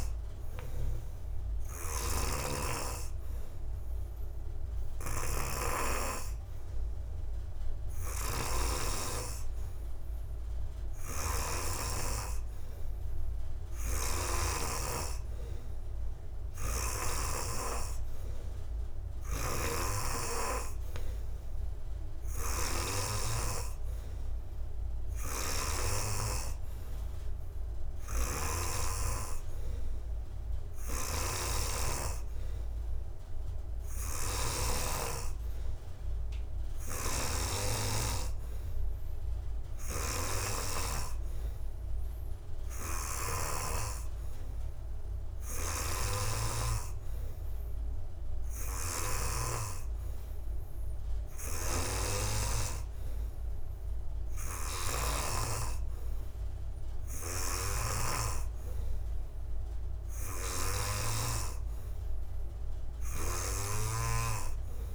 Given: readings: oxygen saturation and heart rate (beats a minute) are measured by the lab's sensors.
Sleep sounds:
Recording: breathing in sleep by a room microphone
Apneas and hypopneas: none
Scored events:
35.00-64.95 s: new sleep stage, N3 (deep sleep)
From the record:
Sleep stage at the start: N2 (light sleep)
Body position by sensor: on the back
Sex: male

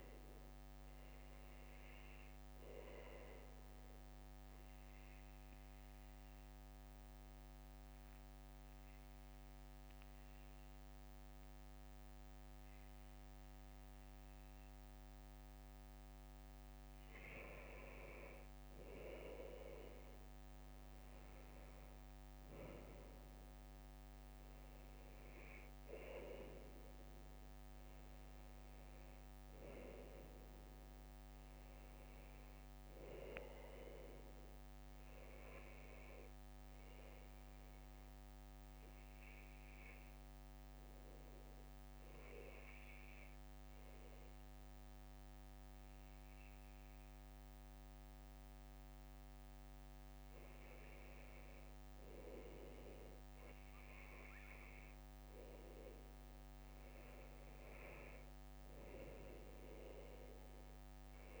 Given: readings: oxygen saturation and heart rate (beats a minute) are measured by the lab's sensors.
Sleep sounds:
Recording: breathing in sleep by a microphone on the trachea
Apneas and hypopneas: 2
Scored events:
4.00-17.00 s: obstructive apnea (oxygen 96% before, 92% lowest, heart rate 68 before, 67 extreme, up 4 after)
19.00-23.00 s: arousal
34.00-48.50 s: hypopnea (oxygen 96% before, 92% lowest, heart rate 70 before, 66 extreme, up 3 after)
51.00-55.00 s: arousal
From the record:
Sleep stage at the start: N2 (light sleep)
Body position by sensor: on the back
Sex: male

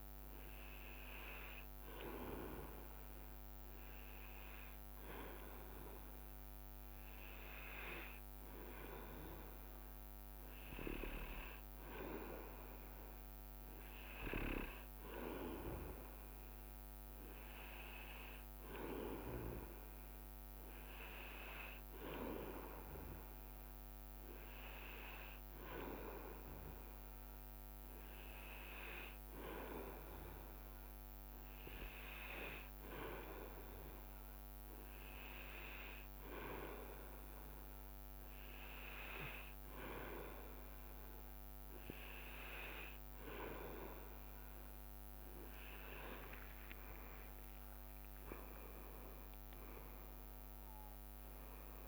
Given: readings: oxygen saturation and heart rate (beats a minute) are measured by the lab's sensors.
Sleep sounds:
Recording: breathing in sleep by a microphone on the trachea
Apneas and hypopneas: none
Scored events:
48.50-51.88 s: arousal
From the record:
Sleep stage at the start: N2 (light sleep)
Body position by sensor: on the back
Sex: male

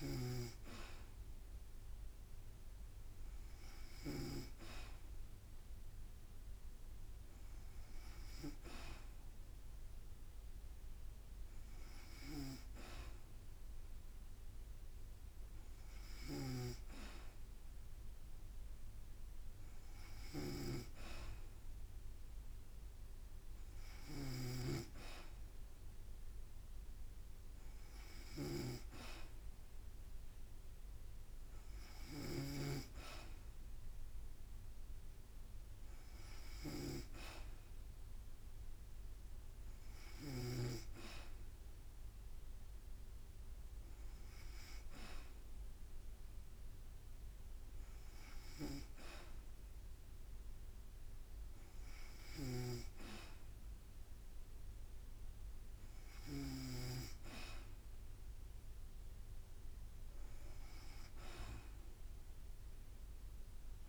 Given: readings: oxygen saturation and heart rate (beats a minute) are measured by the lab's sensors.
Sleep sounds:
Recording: breathing in sleep by a room microphone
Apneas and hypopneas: none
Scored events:
0.00-4.00 s: snoring (device-marked)
16.00-32.50 s: snoring (device-marked)
52.00-56.50 s: snoring (device-marked)
From the record:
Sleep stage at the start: N2 (light sleep)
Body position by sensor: on the back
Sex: female

